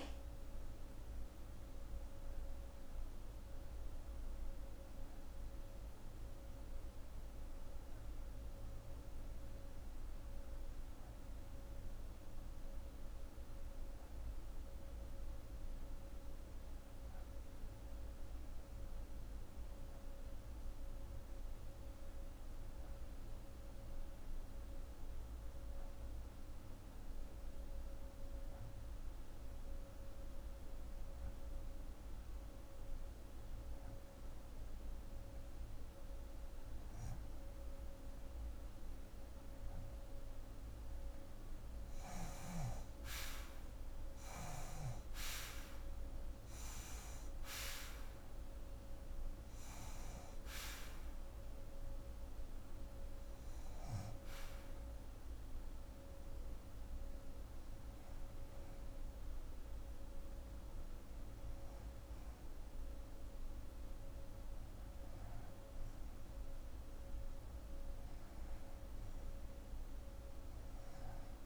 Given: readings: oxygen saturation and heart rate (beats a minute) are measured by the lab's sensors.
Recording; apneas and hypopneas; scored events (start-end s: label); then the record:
breathing in sleep, hard to hear, by a room microphone; 1
0.00-10.00 s: oxygen desaturation (device-marked, oxygen 74% lowest)
0.50-40.00 s: hypopnea (oxygen 89% before, 70% lowest)
22.00-71.45 s: oxygen desaturation (device-marked, oxygen 93% before, 70% lowest, heart rate 34 before, 60 extreme)
42.00-46.00 s: arousal
From the record:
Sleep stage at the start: REM sleep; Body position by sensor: on the left side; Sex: female